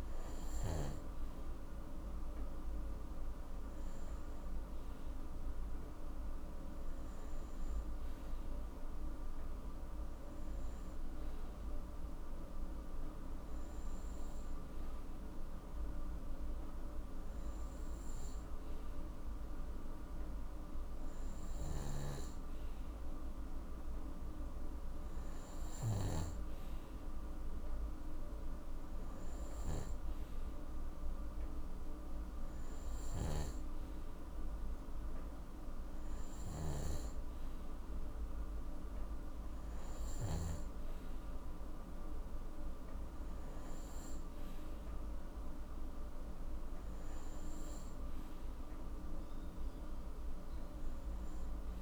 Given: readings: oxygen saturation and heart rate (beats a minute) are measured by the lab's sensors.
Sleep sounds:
breathing in sleep, hard to hear, by a room microphone; none
21.50-26.00 s: snoring (device-marked)
36.00-40.50 s: snoring (device-marked)
From the record:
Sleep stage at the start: N2 (light sleep); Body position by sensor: on the right side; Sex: male

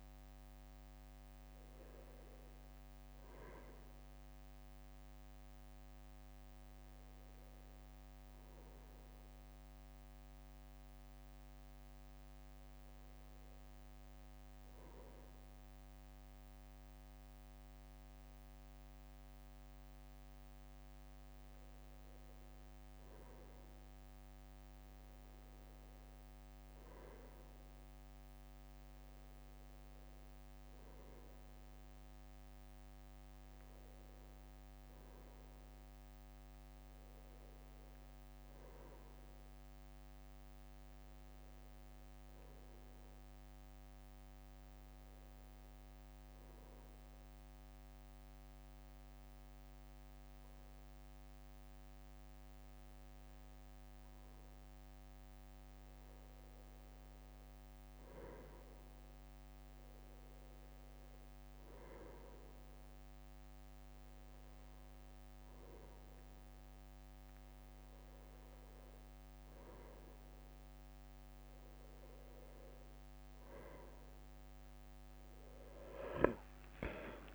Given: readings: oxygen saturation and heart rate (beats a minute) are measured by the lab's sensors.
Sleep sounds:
a person partly awake in a sleep study, hard to hear, by a microphone on the trachea; 1
11.00-77.35 s: new sleep stage, N1 (lightest sleep)
12.50-14.50 s: long interval between heartbeats (device-marked, heart rate 65 before, 66 extreme)
18.00-26.00 s: leg movement (device-marked)
45.50-57.00 s: obstructive apnea (oxygen 97% before, 95% lowest, heart rate 65 before, 62 extreme, up 1 after)
75.50-77.35 s: arousal
76.00-77.35 s: leg movement (device-marked)
76.00-77.35 s: long interval between heartbeats (device-marked, heart rate 64 before, 78 extreme)
From the record:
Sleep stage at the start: awake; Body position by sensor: on the right side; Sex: male

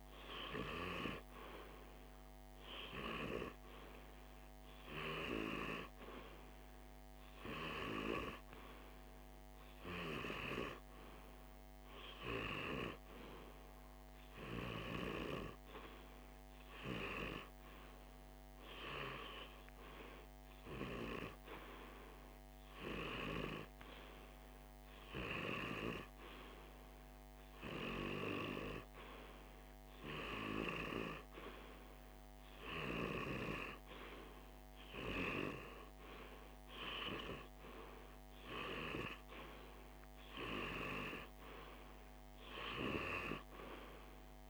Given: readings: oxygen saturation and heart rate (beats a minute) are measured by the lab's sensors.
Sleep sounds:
breathing in sleep by a microphone on the trachea; none
none scored
From the record:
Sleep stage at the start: REM sleep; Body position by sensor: on the left side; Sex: male

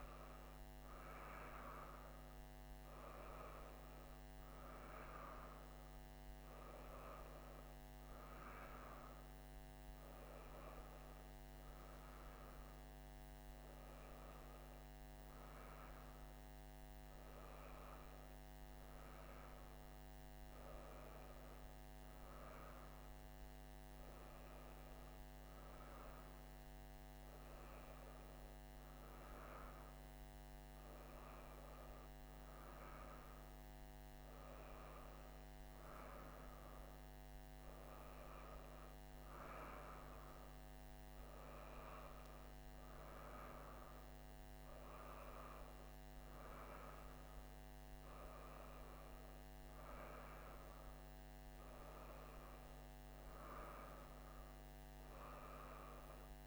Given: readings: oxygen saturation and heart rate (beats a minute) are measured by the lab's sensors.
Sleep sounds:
breathing in sleep by a microphone on the trachea; none
none scored
From the record:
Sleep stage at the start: N1 (lightest sleep); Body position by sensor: on the right side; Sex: female

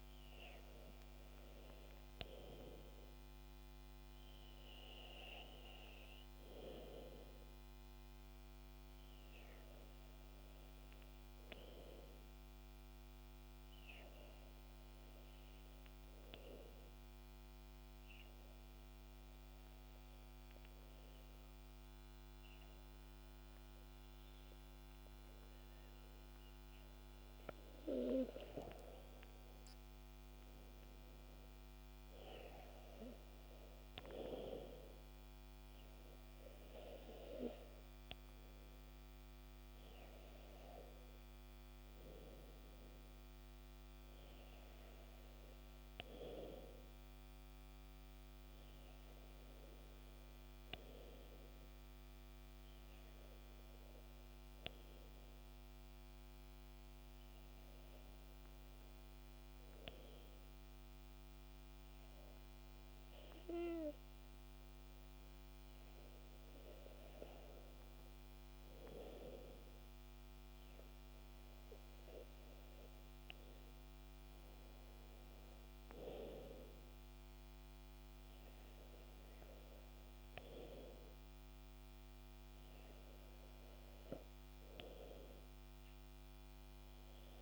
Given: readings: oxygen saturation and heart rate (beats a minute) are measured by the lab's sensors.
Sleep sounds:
breathing in sleep by a microphone on the trachea; 2
12.00-27.00 s: obstructive apnea (oxygen 97% before, 93% lowest, heart rate 68 before, 63 extreme, up 10 after)
29.50-33.00 s: arousal
29.50-43.50 s: oxygen desaturation (device-marked, oxygen 96% before, 93% lowest, heart rate 66 before, 65 extreme)
51.50-65.00 s: obstructive apnea (oxygen 96% before, 94% lowest, heart rate 69 before, 65 extreme, up 5 after)
67.00-70.00 s: arousal
From the record:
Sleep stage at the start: N2 (light sleep); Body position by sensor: on the back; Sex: male

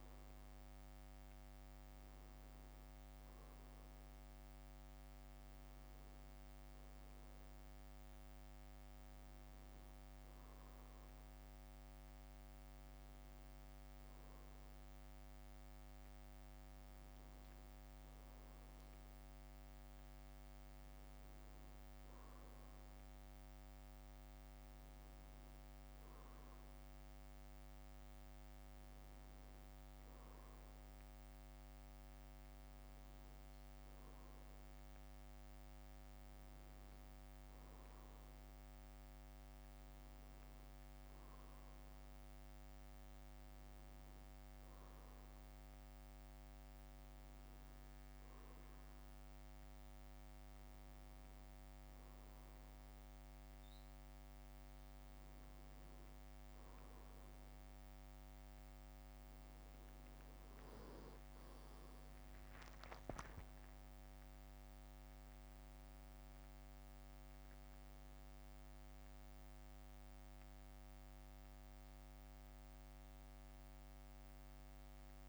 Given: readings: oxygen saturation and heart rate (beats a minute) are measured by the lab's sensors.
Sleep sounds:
a person awake in a sleep study, hard to hear, by a microphone on the trachea; none
none scored
From the record:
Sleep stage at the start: awake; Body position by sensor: on the back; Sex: male

